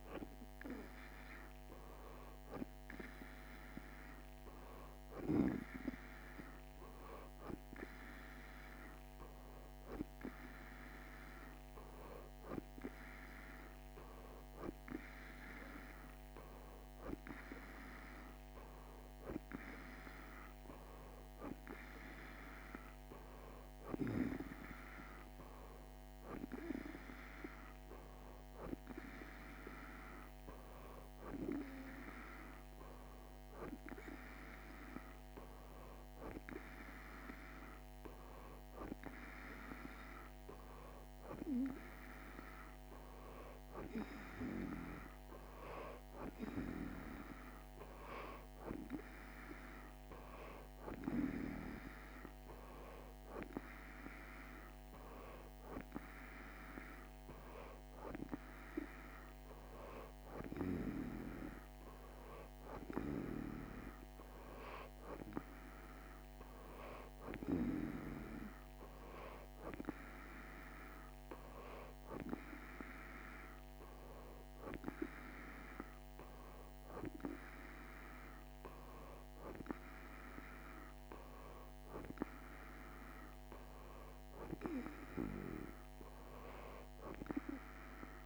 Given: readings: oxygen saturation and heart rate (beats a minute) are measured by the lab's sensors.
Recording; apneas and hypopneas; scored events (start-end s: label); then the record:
breathing in sleep by a microphone on the trachea; none
none scored
From the record:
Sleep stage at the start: N2 (light sleep); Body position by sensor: on the right side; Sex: male